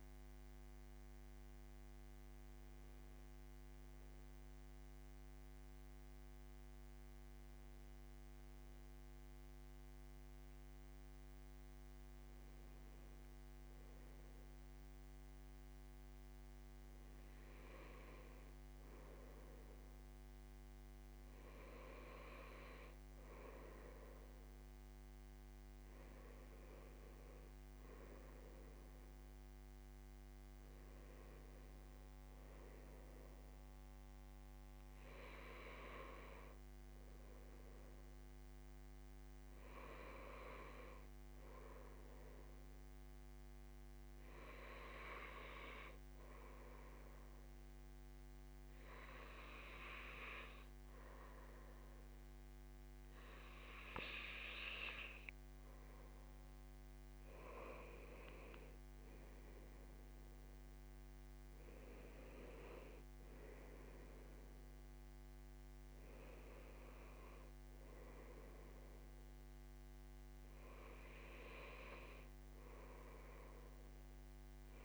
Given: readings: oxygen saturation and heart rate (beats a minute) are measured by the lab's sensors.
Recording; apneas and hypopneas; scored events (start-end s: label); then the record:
breathing in sleep by a microphone on the trachea; none
none scored
From the record:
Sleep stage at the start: N2 (light sleep); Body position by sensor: on the back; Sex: male